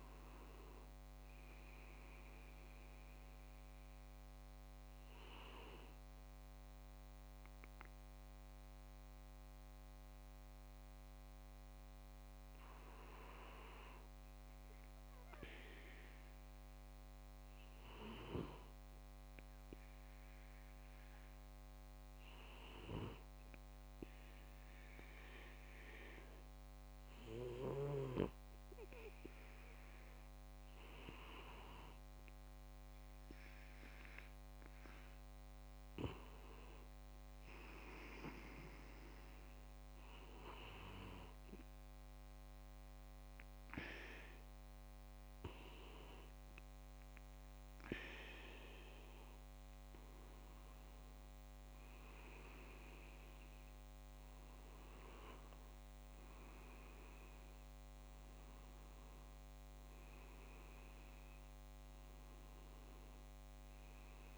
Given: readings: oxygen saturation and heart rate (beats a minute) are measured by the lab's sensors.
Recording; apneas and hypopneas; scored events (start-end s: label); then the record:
breathing in sleep by a microphone on the trachea; 1
11.00-14.50 s: arousal
19.00-31.00 s: hypopnea (oxygen 97% before, 94% lowest)
33.50-37.00 s: arousal
From the record:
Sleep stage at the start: N2 (light sleep); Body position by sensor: on the back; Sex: male